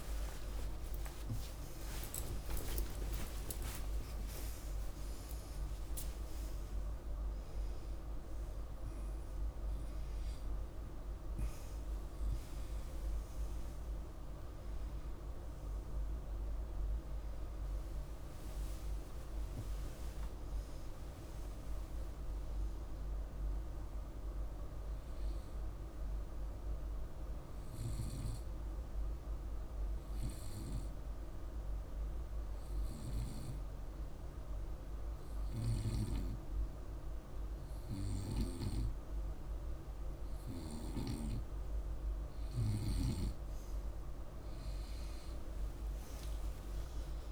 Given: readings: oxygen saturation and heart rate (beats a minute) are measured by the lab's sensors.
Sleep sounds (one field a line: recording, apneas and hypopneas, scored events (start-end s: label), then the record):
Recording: a person partly awake in a sleep study, by a room microphone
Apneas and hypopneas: 1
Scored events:
4.00-17.00 s: oxygen desaturation (device-marked, oxygen 97% before, 91% lowest, heart rate 57 before, 50 extreme)
22.00-47.32 s: new sleep stage, N2 (light sleep)
27.00-40.50 s: hypopnea (oxygen 97% before, 95% lowest, heart rate 65 before, 50 extreme, up 10 after)
44.50-47.32 s: arousal
From the record:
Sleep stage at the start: awake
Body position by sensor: on the right side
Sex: male